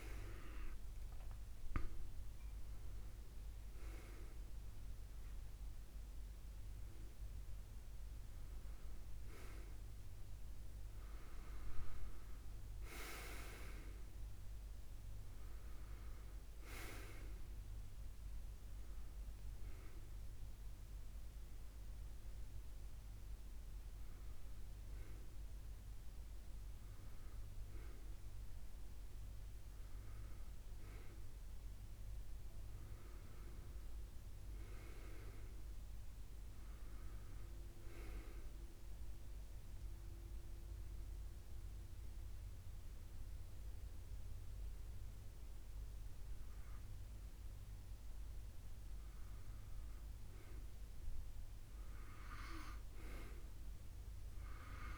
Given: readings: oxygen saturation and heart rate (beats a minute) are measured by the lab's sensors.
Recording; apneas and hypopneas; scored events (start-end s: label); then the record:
a person partly awake in a sleep study, by a room microphone; 1
9.50-39.50 s: new sleep stage, N1 (lightest sleep)
24.50-34.50 s: oxygen desaturation (device-marked, oxygen 99% before, 96% lowest, heart rate 79 before, 73 extreme)
38.50-49.50 s: hypopnea (oxygen 99% before, 91% lowest, heart rate 75 before, 73 extreme, up 0 after)
39.50-54.98 s: new sleep stage, N2 (light sleep)
From the record:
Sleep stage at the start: awake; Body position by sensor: on the back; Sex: male